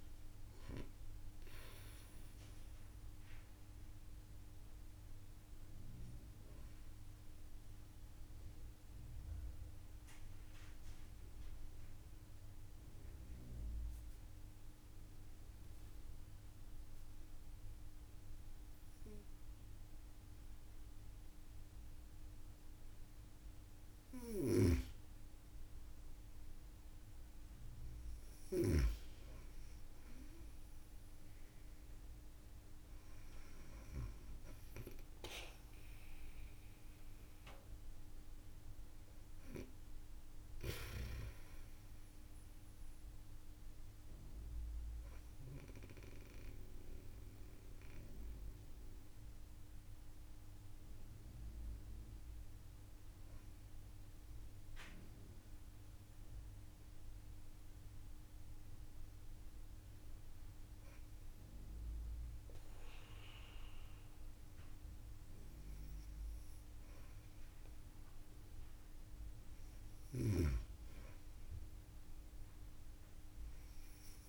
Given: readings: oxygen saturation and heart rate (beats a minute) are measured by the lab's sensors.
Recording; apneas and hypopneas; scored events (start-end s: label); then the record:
breathing in sleep by a room microphone; 2
7.00-22.50 s: mixed apnea (oxygen 95% before, 92% lowest)
24.00-28.50 s: snoring (device-marked)
25.50-29.50 s: arousal
34.50-49.50 s: oxygen desaturation (device-marked, oxygen 96% before, 92% lowest)
39.00-42.00 s: arousal
46.00-64.00 s: hypopnea (oxygen 96% before, 92% lowest)
66.00-69.50 s: arousal
From the record:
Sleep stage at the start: N2 (light sleep); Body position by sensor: on the right side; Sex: female